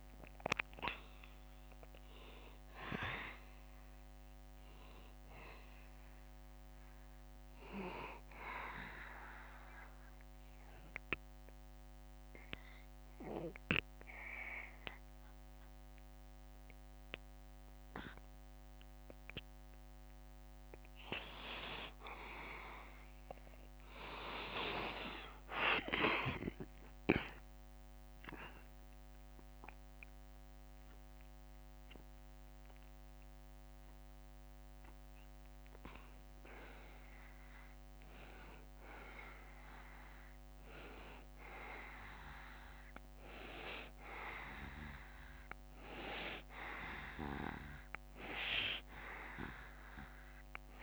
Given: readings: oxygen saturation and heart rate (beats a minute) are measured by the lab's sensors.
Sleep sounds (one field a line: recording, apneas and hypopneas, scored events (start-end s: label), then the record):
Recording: breathing in sleep by a microphone on the trachea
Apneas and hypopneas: 1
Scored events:
0.00-10.00 s: oxygen desaturation (device-marked, oxygen 89% lowest, heart rate 70 extreme)
9.00-21.50 s: obstructive apnea (oxygen 94% before, 89% lowest, heart rate 76 before, 70 extreme, up 4 after)
27.00-50.83 s: oxygen desaturation (device-marked, oxygen 94% before, 89% lowest, heart rate 73 before, 72 extreme)
28.50-34.00 s: arousal
29.00-42.00 s: drop in pulse transit time (device-marked, heart rate 72 before, 74 extreme)
From the record:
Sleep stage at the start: N2 (light sleep)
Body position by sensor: on the back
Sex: male